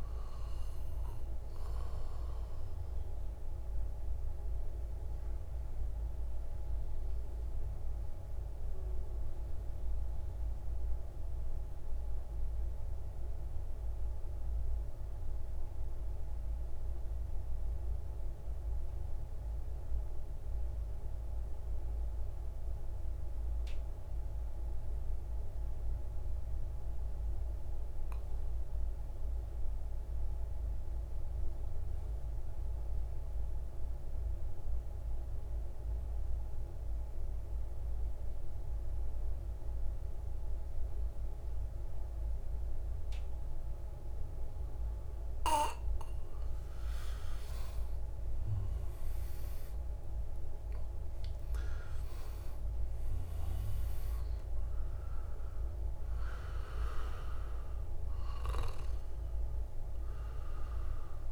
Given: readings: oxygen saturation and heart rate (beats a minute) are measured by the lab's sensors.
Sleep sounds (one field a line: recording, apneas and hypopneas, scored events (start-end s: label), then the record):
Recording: breathing in sleep, hard to hear, by a room microphone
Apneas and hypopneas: 1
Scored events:
0.00-14.00 s: oxygen desaturation (device-marked, oxygen 91% lowest, heart rate 56 extreme)
3.50-46.50 s: mixed apnea (oxygen 97% before, 88% lowest, heart rate 72 before, 57 extreme, up 16 after)
34.00-61.32 s: oxygen desaturation (device-marked, oxygen 98% before, 88% lowest, heart rate 64 before, 57 extreme)
48.00-52.00 s: arousal
From the record:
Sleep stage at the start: N2 (light sleep)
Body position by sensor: on the right side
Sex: male